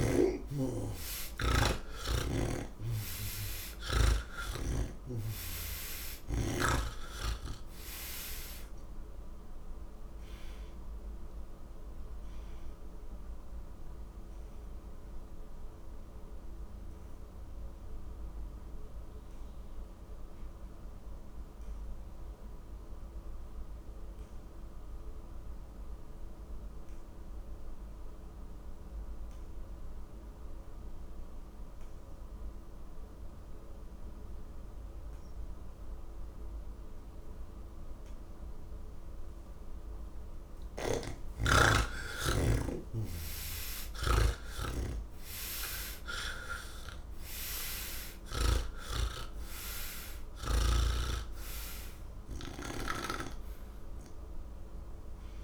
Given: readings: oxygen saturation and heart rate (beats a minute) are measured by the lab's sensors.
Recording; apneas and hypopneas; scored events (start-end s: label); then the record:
breathing in sleep by a room microphone; none
0.00-11.00 s: oxygen desaturation (device-marked, oxygen 97% before, 87% lowest, heart rate 102 before, 76 extreme)
13.00-29.00 s: oxygen desaturation (device-marked, oxygen 90% before, 80% lowest, heart rate 111 before, 76 extreme)
35.00-48.00 s: oxygen desaturation (device-marked, oxygen 97% before, 84% lowest, heart rate 99 before, 81 extreme)
40.50-48.50 s: snoring (device-marked)
50.00-55.44 s: oxygen desaturation (device-marked, oxygen 88% before, 77% lowest, heart rate 110 before, 77 extreme)
From the record:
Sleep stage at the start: N3 (deep sleep); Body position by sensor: on the back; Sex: male